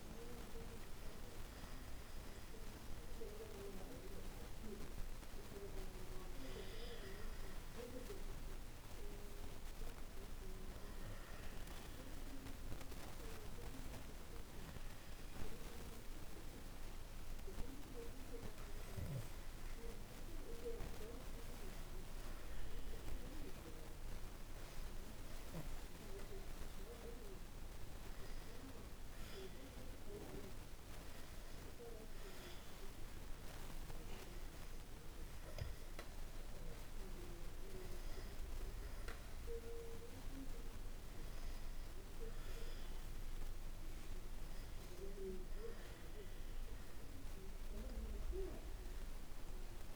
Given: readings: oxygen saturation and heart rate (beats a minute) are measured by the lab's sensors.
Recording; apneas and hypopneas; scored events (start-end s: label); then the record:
breathing in sleep by a room microphone; none
41.00-46.50 s: arousal
From the record:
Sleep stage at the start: N1 (lightest sleep); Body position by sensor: on the back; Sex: male